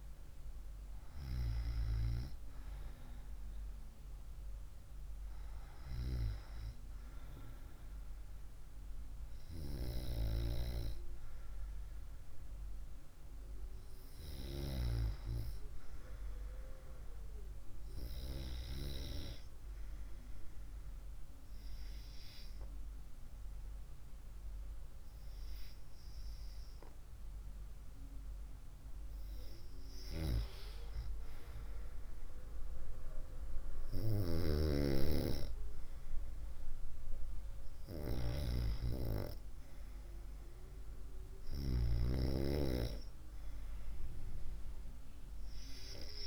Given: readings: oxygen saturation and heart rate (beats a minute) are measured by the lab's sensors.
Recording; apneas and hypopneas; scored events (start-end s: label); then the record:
breathing in sleep by a room microphone; 1
17.50-29.50 s: hypopnea (oxygen 97% before, 94% lowest, heart rate 65 before, 60 extreme, up 2 after)
32.00-36.00 s: arousal
From the record:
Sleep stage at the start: N2 (light sleep); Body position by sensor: on the right side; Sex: female